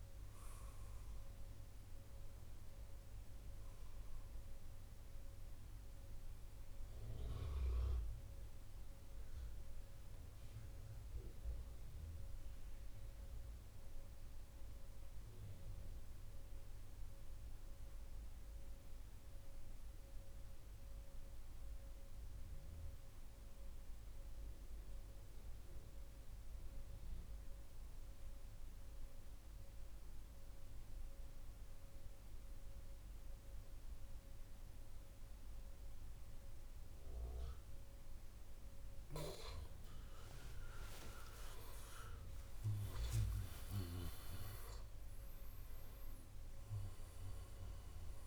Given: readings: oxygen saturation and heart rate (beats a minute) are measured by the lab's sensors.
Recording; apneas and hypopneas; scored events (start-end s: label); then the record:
breathing in sleep by a room microphone; 1
0.00-3.50 s: oxygen desaturation (device-marked, oxygen 93% lowest, heart rate 54 extreme)
16.50-38.50 s: mixed apnea (oxygen 97% before, 91% lowest, heart rate 74 before, 40 extreme, up 20 after)
34.50-47.50 s: oxygen desaturation (device-marked, oxygen 97% before, 94% lowest, heart rate 76 before, 40 extreme)
40.00-44.50 s: arousal
From the record:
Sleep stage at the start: N2 (light sleep); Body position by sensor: on the right side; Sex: male